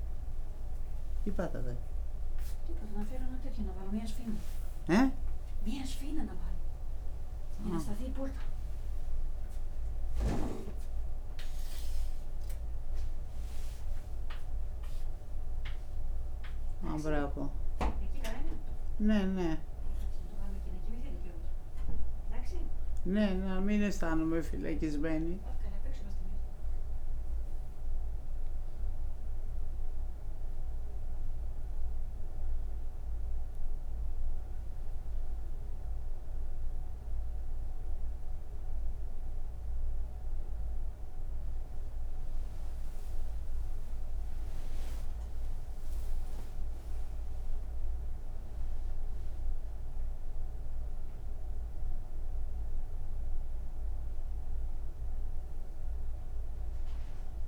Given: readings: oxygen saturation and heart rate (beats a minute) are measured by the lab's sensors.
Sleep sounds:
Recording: breathing in sleep by a room microphone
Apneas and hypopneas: none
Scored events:
23.00-25.00 s: oxygen desaturation (device-marked, oxygen 99% before, 96% lowest)
43.00-57.48 s: new sleep stage, N3 (deep sleep)
From the record:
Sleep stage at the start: N1 (lightest sleep)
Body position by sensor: on the right side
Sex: female

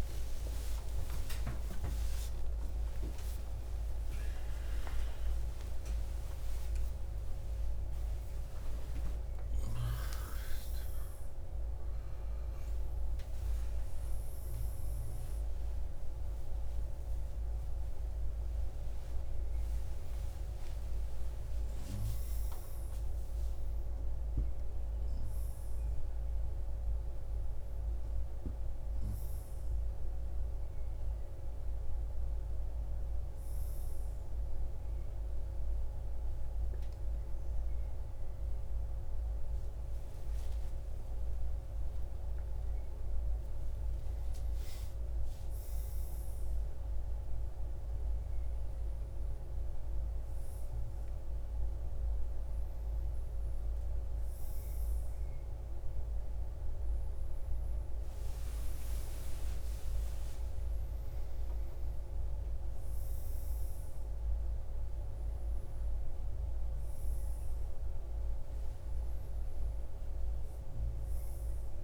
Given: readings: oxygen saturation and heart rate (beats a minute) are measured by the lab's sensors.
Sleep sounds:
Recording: a person awake in a sleep study, hard to hear, by a room microphone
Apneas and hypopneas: none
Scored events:
none scored
From the record:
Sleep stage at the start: awake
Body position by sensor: on the front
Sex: male

